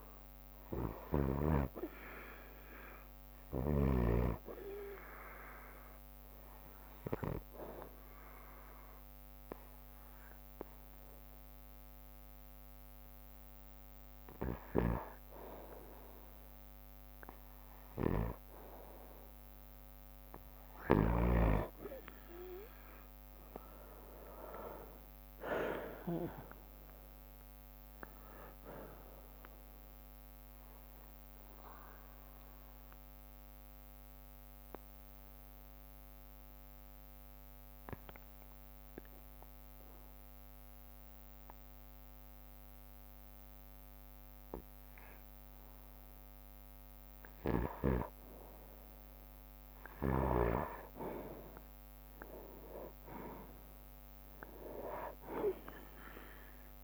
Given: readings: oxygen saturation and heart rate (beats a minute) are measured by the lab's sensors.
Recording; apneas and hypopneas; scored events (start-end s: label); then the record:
breathing in sleep by a microphone on the trachea; 2
0.00-1.00 s: arousal
0.00-1.50 s: snoring (device-marked)
0.50-22.50 s: oxygen desaturation (device-marked, oxygen 96% before, 91% lowest, heart rate 63 before, 54 extreme)
1.50-11.50 s: drop in pulse transit time (device-marked, heart rate 62 before, 63 extreme)
6.00-18.00 s: obstructive apnea (oxygen 96% before, 91% lowest, heart rate 62 before, 54 extreme, up 5 after)
15.50-21.50 s: bradycardia (device-marked, heart rate 63 before, 54 extreme)
22.50-27.00 s: arousal
26.50-39.50 s: drop in pulse transit time (device-marked, heart rate 61 before, 60 extreme)
31.00-47.00 s: obstructive apnea (oxygen 96% before, 92% lowest, heart rate 61 before, 57 extreme, up 8 after)
36.50-46.50 s: bradycardia (device-marked, heart rate 63 before, 57 extreme)
51.50-55.00 s: arousal
52.50-56.84 s: drop in pulse transit time (device-marked, heart rate 60 before, 62 extreme)
From the record:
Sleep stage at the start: N2 (light sleep); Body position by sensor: on the right side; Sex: male